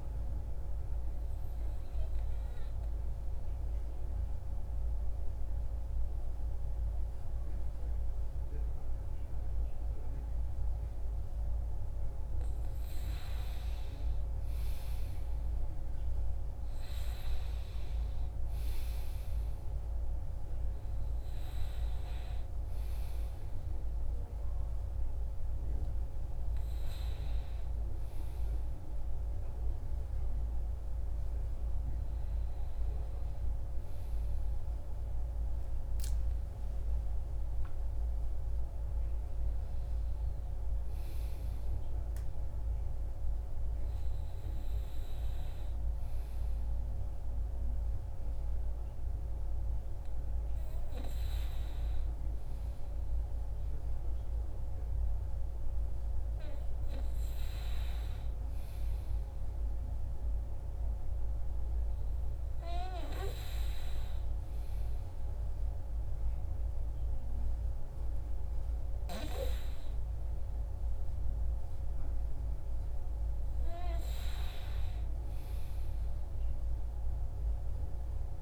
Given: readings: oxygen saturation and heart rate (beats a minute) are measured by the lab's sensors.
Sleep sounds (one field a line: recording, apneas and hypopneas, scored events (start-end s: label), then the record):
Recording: breathing in sleep, hard to hear, by a room microphone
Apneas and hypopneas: 1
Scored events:
0.50-12.50 s: central apnea (oxygen 96% before, 95% lowest, heart rate 153 before, 69 extreme)
15.00-19.00 s: arousal
From the record:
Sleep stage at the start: REM sleep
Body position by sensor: on the back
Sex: male